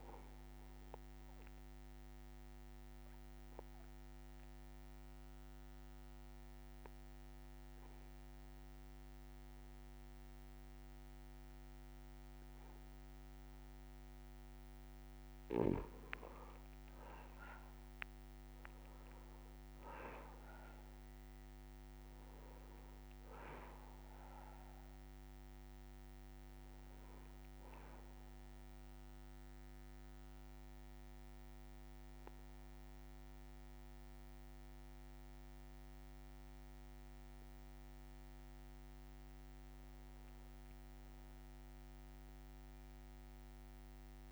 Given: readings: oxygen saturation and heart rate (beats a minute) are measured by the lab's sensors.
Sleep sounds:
breathing in sleep by a microphone on the trachea; 2
0.50-15.00 s: obstructive apnea (oxygen 99% before, 94% lowest, heart rate 62 before, 60 extreme, up 3 after)
17.50-21.50 s: arousal
28.50-39.00 s: obstructive apnea (oxygen 98% before, 94% lowest, heart rate 63 before, 60 extreme, up 1 after)
41.50-44.32 s: arousal
From the record:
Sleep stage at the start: N2 (light sleep); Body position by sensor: on the back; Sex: male

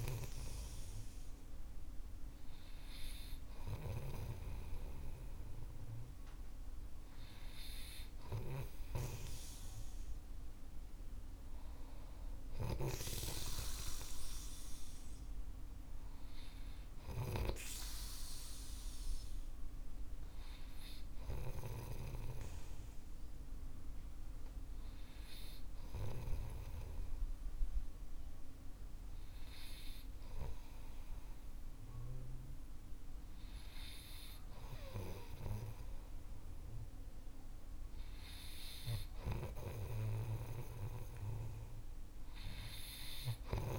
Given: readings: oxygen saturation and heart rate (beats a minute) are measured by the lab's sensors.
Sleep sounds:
breathing in sleep by a room microphone; none
0.00-18.00 s: snoring (device-marked)
From the record:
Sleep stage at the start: N3 (deep sleep); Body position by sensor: on the right side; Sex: male

